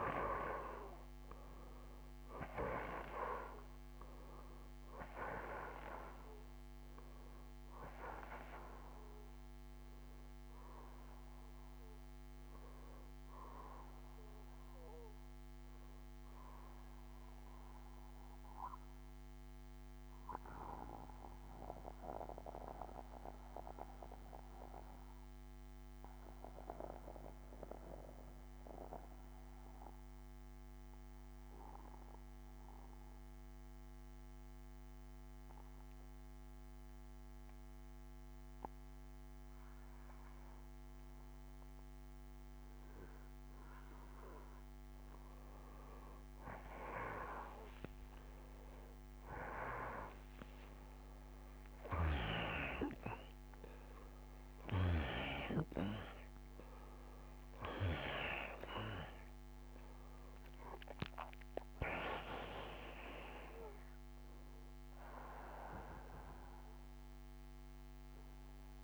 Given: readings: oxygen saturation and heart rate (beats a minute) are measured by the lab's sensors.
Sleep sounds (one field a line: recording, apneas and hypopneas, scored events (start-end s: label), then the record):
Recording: breathing in sleep by a microphone on the trachea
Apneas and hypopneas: 1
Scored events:
0.00-14.00 s: oxygen desaturation (device-marked, oxygen 85% lowest, heart rate 60 extreme)
17.00-38.00 s: mixed apnea (oxygen 96% before, 87% lowest, heart rate 64 before, 60 extreme, up 10 after)
38.00-68.00 s: oxygen desaturation (device-marked, oxygen 96% before, 87% lowest, heart rate 61 before, 61 extreme)
44.50-48.50 s: arousal
From the record:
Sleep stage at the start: N2 (light sleep)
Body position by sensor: on the back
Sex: male